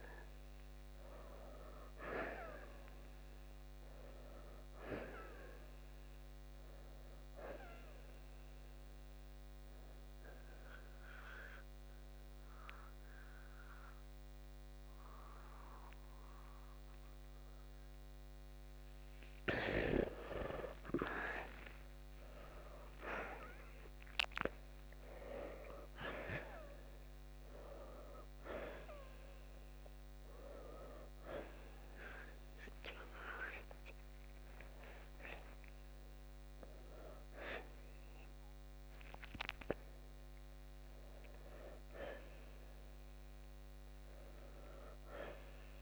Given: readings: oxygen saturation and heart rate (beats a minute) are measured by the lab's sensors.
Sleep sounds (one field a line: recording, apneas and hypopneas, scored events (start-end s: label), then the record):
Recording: breathing in sleep by a microphone on the trachea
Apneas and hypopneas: 1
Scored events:
0.00-4.00 s: oxygen desaturation (device-marked, oxygen 89% lowest, heart rate 59 extreme)
4.00-6.50 s: arousal
8.50-20.00 s: central apnea (oxygen 94% before, 84% lowest, heart rate 69 before, 59 extreme, up 14 after)
21.50-25.00 s: arousal
40.00-45.82 s: oxygen desaturation (device-marked, oxygen 92% before, 84% lowest, heart rate 70 before, 65 extreme)
From the record:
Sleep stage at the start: N2 (light sleep)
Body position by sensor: on the back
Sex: male